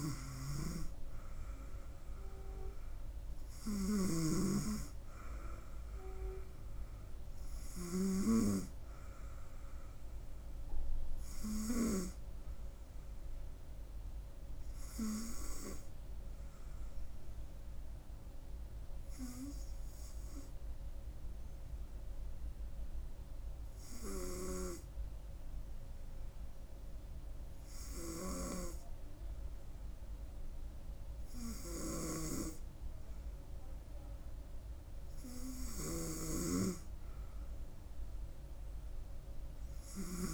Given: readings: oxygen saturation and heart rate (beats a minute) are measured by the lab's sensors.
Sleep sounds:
breathing in sleep by a room microphone; 1
16.50-32.50 s: hypopnea (oxygen 98% before, 94% lowest, heart rate 69 before, 69 extreme, up 2 after)
37.00-40.33 s: arousal
From the record:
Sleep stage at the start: N2 (light sleep); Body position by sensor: on the front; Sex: female

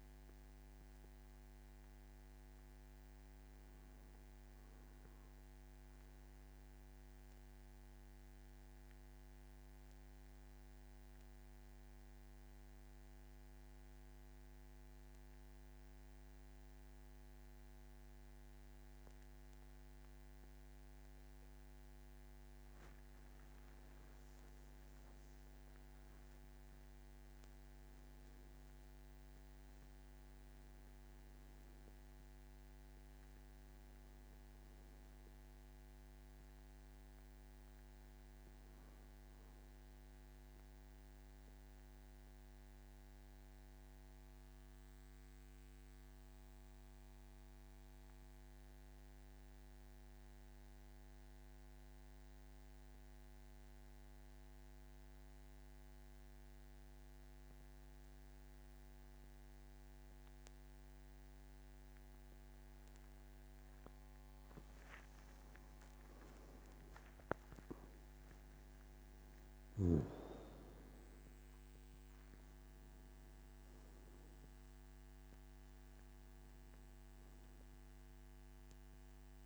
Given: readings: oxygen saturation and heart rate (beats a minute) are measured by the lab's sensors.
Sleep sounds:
breathing in sleep, hard to hear, by a microphone on the trachea; 2
2.50-23.00 s: obstructive apnea (oxygen 99% before, 89% lowest, heart rate 54 before, 46 extreme, up 13 after)
23.50-28.00 s: arousal
26.50-51.50 s: oxygen desaturation (device-marked, oxygen 98% before, 93% lowest, heart rate 48 before, 47 extreme)
41.50-63.00 s: obstructive apnea (oxygen 98% before, 89% lowest, heart rate 54 before, 47 extreme, up 21 after)
65.50-79.46 s: oxygen desaturation (device-marked, oxygen 98% before, 89% lowest, heart rate 48 before, 47 extreme)
67.00-72.50 s: arousal
From the record:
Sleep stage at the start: N2 (light sleep); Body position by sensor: on the back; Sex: male

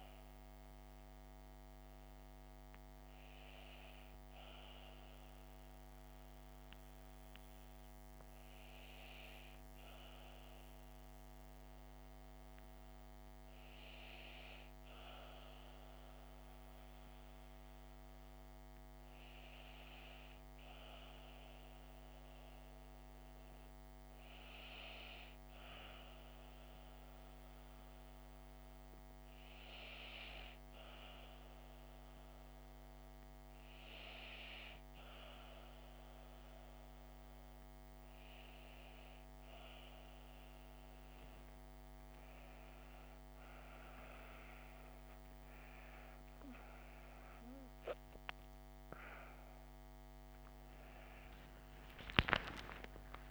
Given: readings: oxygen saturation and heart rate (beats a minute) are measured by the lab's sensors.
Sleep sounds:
a person partly awake in a sleep study, by a microphone on the trachea; none
31.50-53.31 s: new sleep stage, awake
From the record:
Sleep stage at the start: N2 (light sleep); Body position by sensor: on the back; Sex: female

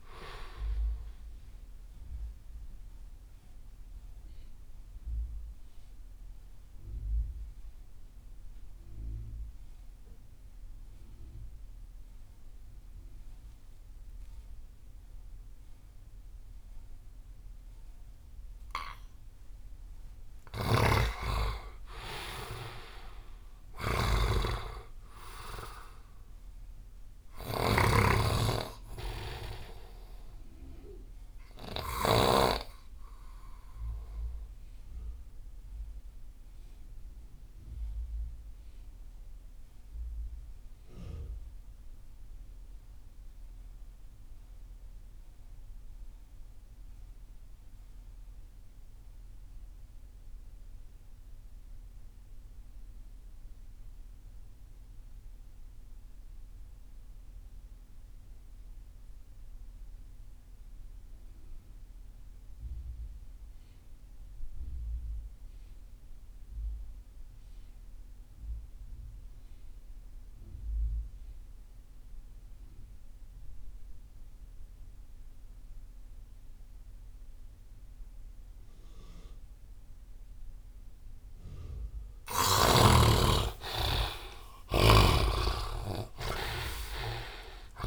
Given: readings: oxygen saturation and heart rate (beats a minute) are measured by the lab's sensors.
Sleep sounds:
breathing in sleep by a room microphone; 2
0.00-14.00 s: oxygen desaturation (device-marked, oxygen 51% lowest)
2.50-19.50 s: mixed apnea (oxygen 78% before, 51% lowest)
20.50-32.50 s: snoring (device-marked)
21.50-25.00 s: arousal
27.00-44.00 s: oxygen desaturation (device-marked, oxygen 99% before, 77% lowest)
34.50-81.50 s: obstructive apnea (oxygen 99% before, 61% lowest)
52.00-87.87 s: oxygen desaturation (device-marked, oxygen 98% before, 61% lowest)
84.50-87.00 s: arousal
From the record:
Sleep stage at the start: REM sleep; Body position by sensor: on the right side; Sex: male

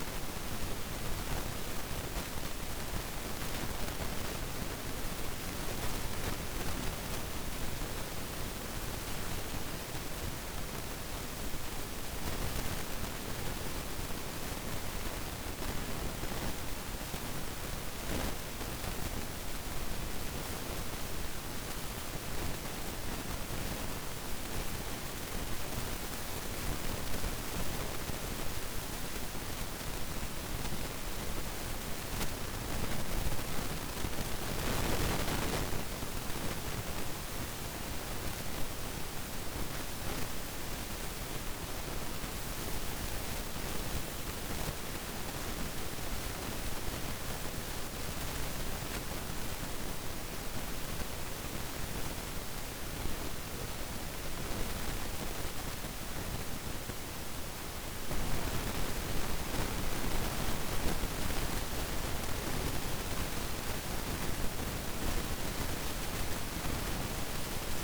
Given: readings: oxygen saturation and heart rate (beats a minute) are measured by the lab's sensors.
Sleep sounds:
breathing in sleep, hard to hear, by a microphone on the trachea; 1
36.50-53.00 s: obstructive apnea (oxygen 97% before, 93% lowest, heart rate 55 before, 47 extreme, up 8 after)
56.00-60.50 s: arousal
From the record:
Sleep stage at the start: N2 (light sleep); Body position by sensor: on the back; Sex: male

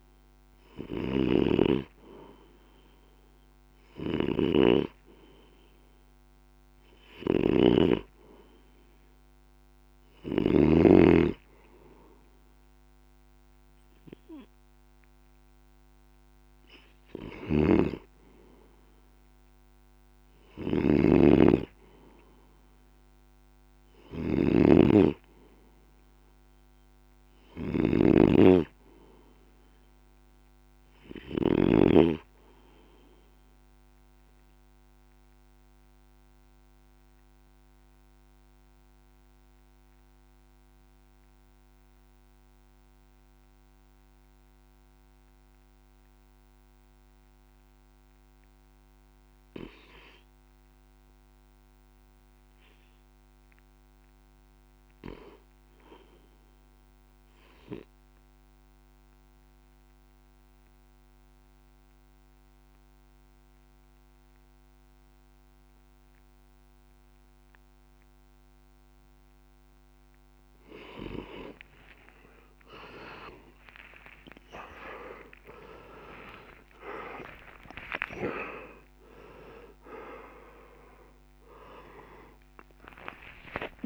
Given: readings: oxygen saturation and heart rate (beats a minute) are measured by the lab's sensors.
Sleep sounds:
breathing in sleep by a microphone on the trachea; 2
0.00-10.50 s: snoring (device-marked)
17.00-31.50 s: snoring (device-marked)
25.00-29.00 s: arousal
32.50-47.00 s: obstructive apnea (oxygen 94% before, 90% lowest, heart rate 56 before, 57 extreme, up 2 after)
49.00-53.00 s: arousal
58.50-71.00 s: obstructive apnea (oxygen 95% before, 89% lowest, heart rate 59 before, 57 extreme)
74.50-83.86 s: new sleep stage, awake
From the record:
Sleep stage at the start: REM sleep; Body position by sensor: on the left side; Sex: male

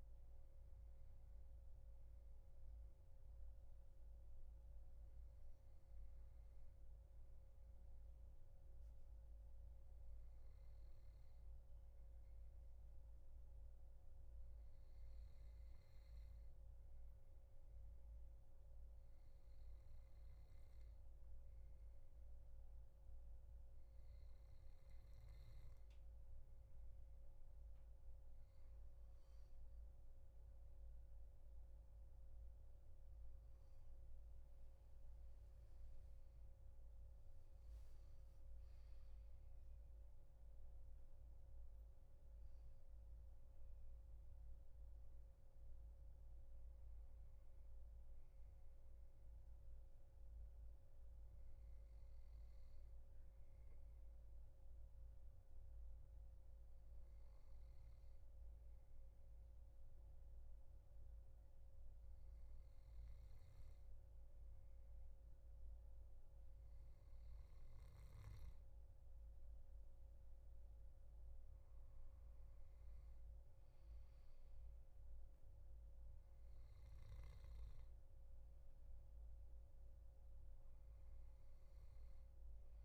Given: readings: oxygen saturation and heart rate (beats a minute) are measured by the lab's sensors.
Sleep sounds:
breathing in sleep, hard to hear, by a room microphone; 2
10.00-26.00 s: obstructive apnea (oxygen 97% before, 93% lowest, heart rate 74 before, 75 extreme, up 4 after)
28.00-31.50 s: arousal
28.00-56.00 s: oxygen desaturation (device-marked, oxygen 96% before, 93% lowest, heart rate 76 before, 73 extreme)
48.00-65.50 s: hypopnea (oxygen 96% before, 94% lowest, heart rate 78 before, 73 extreme, up 4 after)
68.00-72.00 s: arousal
From the record:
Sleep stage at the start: N2 (light sleep); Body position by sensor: on the back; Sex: male

